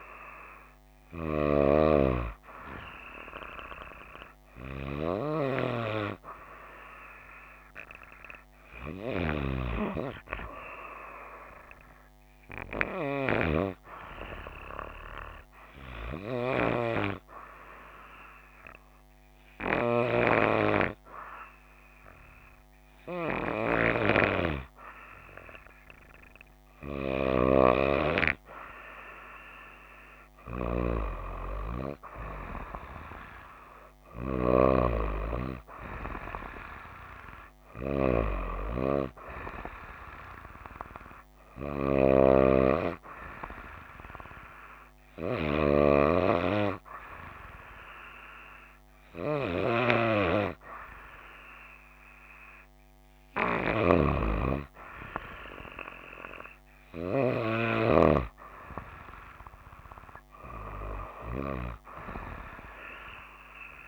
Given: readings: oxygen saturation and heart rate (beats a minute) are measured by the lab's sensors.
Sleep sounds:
breathing in sleep by a microphone on the trachea; 1
11.50-27.00 s: hypopnea (oxygen 96% before, 94% lowest, heart rate 62 before, 55 extreme, up 5 after)
27.50-30.50 s: arousal
From the record:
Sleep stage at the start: N2 (light sleep); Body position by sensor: on the right side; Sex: female

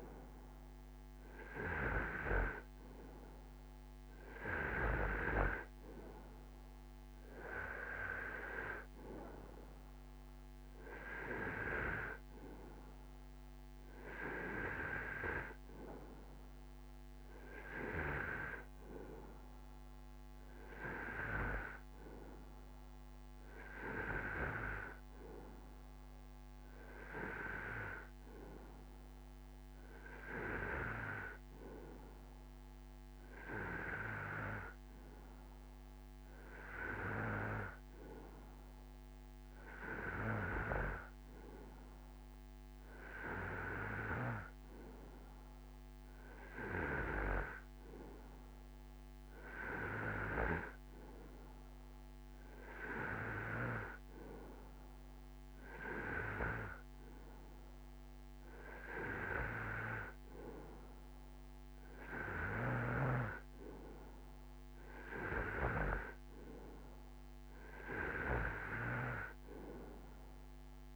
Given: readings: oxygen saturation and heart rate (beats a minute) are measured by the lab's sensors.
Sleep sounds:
breathing in sleep by a microphone on the trachea; none
none scored
From the record:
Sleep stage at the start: N2 (light sleep); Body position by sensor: on the right side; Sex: male

